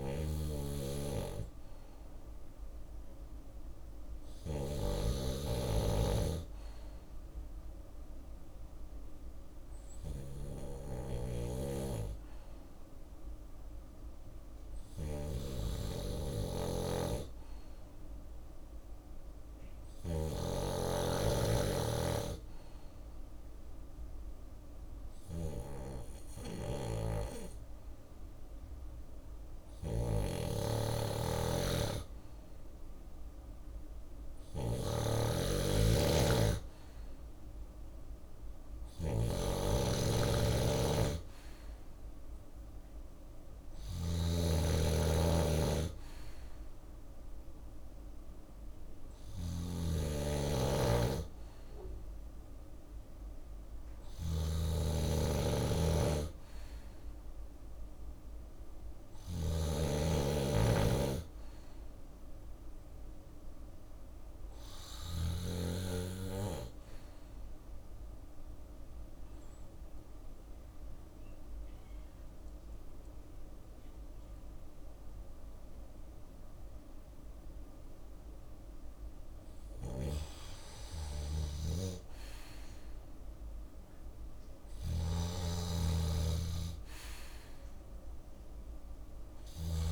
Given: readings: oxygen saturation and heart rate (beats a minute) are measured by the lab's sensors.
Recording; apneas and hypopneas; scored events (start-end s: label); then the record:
breathing in sleep by a room microphone; 2
0.00-4.00 s: snoring (device-marked)
5.00-32.00 s: obstructive apnea (oxygen 97% before, 94% lowest, heart rate 64 before, 62 extreme, up 3 after)
10.00-19.50 s: snoring (device-marked)
25.50-64.50 s: snoring (device-marked)
37.50-41.00 s: arousal
59.50-63.50 s: arousal
64.00-74.00 s: drop in pulse transit time (device-marked, heart rate 65 before, 61 extreme)
69.00-79.50 s: central apnea (oxygen 96% before, 94% lowest, heart rate 66 before, 62 extreme, up 5 after)
80.00-89.92 s: snoring (device-marked)
83.50-87.00 s: arousal
From the record:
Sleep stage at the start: N2 (light sleep); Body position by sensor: on the left side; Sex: male